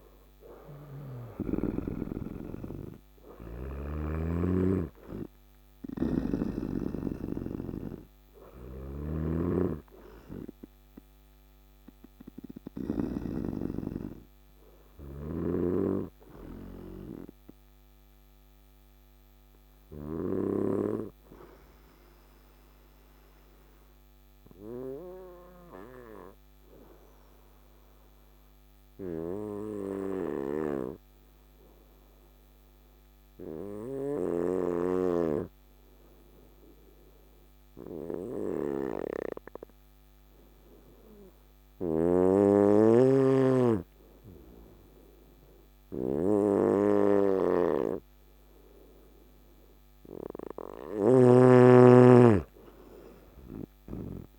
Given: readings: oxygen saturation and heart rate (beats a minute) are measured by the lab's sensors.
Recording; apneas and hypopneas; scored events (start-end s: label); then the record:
breathing in sleep by a microphone on the trachea; 1
3.50-8.50 s: snoring (device-marked)
14.50-48.50 s: obstructive apnea (oxygen 97% before, 92% lowest, heart rate 63 before, 55 extreme, up 6 after)
37.50-54.39 s: oxygen desaturation (device-marked, oxygen 99% before, 92% lowest, heart rate 57 before, 57 extreme)
52.50-54.39 s: arousal
From the record:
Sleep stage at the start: N2 (light sleep); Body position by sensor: on the right side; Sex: male